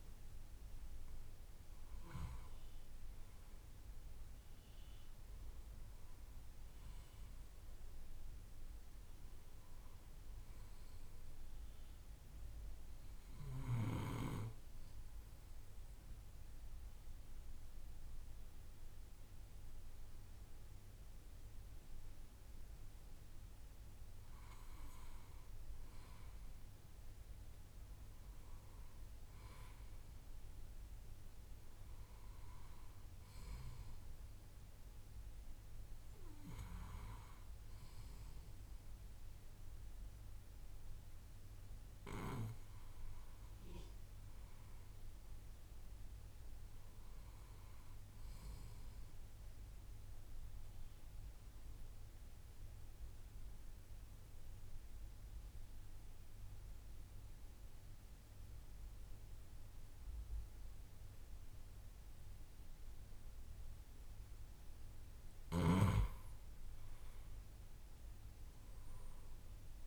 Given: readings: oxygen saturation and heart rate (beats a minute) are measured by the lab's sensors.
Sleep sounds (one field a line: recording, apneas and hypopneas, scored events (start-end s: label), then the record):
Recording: breathing in sleep by a room microphone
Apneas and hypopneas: 2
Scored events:
12.00-24.00 s: obstructive apnea (oxygen 95% before, 92% lowest, heart rate 57 before, 54 extreme, up 4 after)
26.00-30.00 s: arousal
49.50-64.50 s: obstructive apnea (oxygen 95% before, 92% lowest, heart rate 56 before, 53 extreme, up 6 after)
67.00-69.87 s: arousal
From the record:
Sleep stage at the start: N2 (light sleep)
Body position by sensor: on the left side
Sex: male